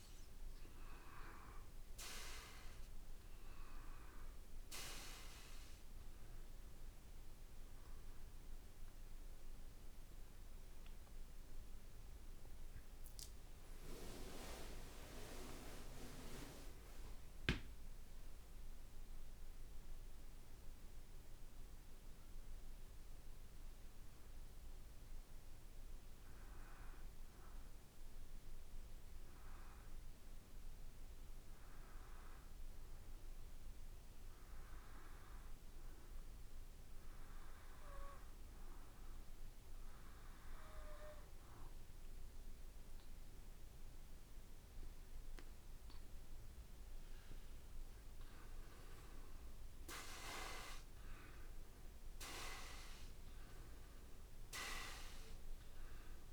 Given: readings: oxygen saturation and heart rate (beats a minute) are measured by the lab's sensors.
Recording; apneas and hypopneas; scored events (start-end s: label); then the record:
breathing in sleep by a room microphone; 1
12.50-17.50 s: arousal
17.00-19.00 s: long interval between heartbeats (device-marked, heart rate 59 before, 69 extreme)
22.00-48.00 s: hypopnea (oxygen 95% before, 90% lowest, heart rate 62 before, 55 extreme, up 4 after)
40.00-56.33 s: oxygen desaturation (device-marked, oxygen 95% before, 90% lowest, heart rate 58 before, 54 extreme)
50.50-55.00 s: arousal
From the record:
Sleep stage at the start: N2 (light sleep); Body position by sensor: on the back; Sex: male